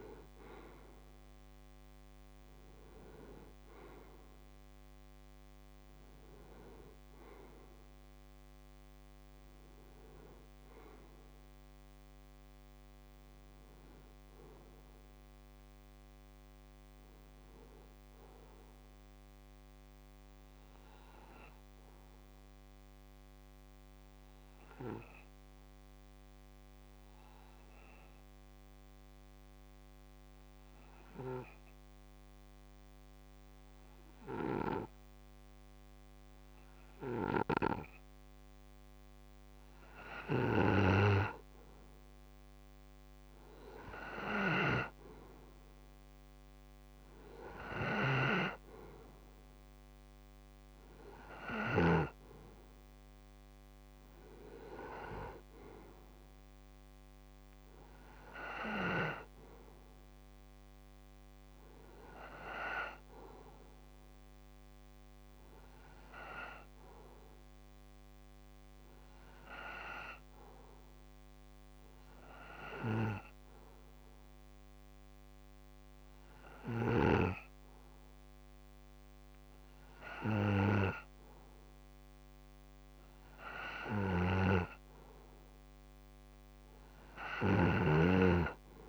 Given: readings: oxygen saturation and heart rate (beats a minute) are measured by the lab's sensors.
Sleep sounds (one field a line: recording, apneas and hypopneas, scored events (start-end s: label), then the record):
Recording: breathing in sleep by a microphone on the trachea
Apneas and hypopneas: 2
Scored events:
0.00-12.50 s: oxygen desaturation (device-marked, oxygen 89% lowest)
21.00-39.50 s: obstructive apnea (oxygen 96% before, 89% lowest)
39.50-64.50 s: oxygen desaturation (device-marked, oxygen 96% before, 89% lowest)
40.00-52.00 s: snoring (device-marked)
41.50-45.50 s: arousal
68.50-84.00 s: obstructive apnea (oxygen 94% before, 90% lowest)
From the record:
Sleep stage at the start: N2 (light sleep)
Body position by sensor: on the right side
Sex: male